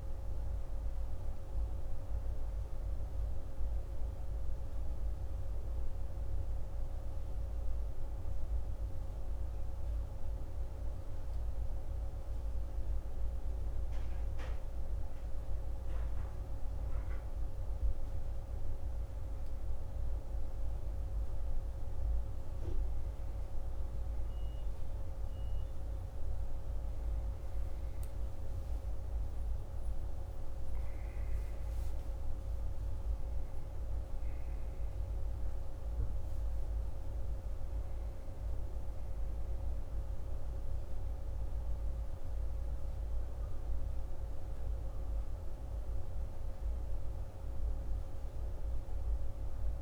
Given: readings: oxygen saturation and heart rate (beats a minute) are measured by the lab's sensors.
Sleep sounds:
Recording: breathing in sleep, hard to hear, by a room microphone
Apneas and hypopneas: none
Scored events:
29.00-33.00 s: arousal
From the record:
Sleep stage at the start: N1 (lightest sleep)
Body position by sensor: on the back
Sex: male

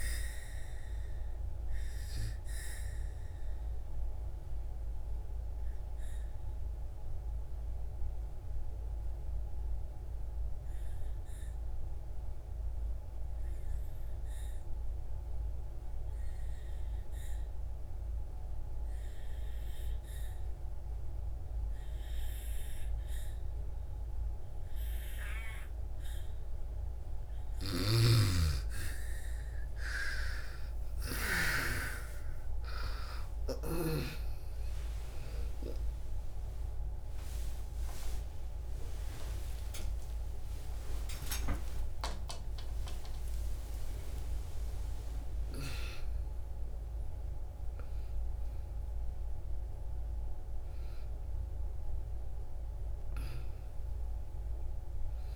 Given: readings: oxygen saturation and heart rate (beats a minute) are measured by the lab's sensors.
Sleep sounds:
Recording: breathing in sleep by a room microphone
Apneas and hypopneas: 1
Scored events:
0.00-15.50 s: oxygen desaturation (device-marked, oxygen 85% lowest)
1.50-26.50 s: obstructive apnea (oxygen 94% before, 80% lowest)
17.50-55.36 s: oxygen desaturation (device-marked, oxygen 98% before, 80% lowest)
27.00-31.00 s: snoring (device-marked)
32.50-40.50 s: arousal
From the record:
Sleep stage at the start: N2 (light sleep)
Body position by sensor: on the back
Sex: female

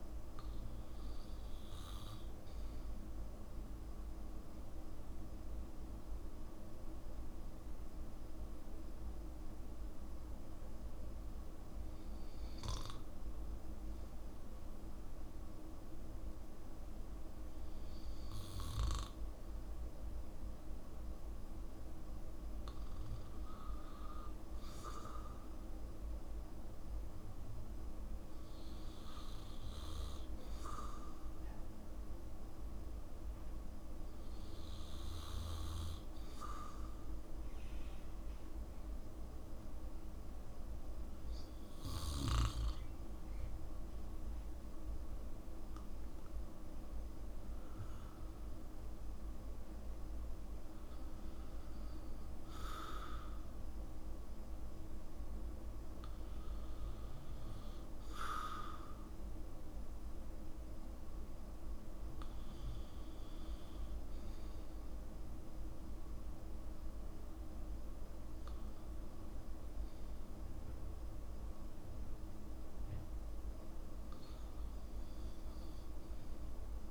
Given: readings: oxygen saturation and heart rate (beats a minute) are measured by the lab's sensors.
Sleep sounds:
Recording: breathing in sleep, hard to hear, by a room microphone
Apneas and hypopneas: none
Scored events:
none scored
From the record:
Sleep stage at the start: N2 (light sleep)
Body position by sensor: on the back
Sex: male

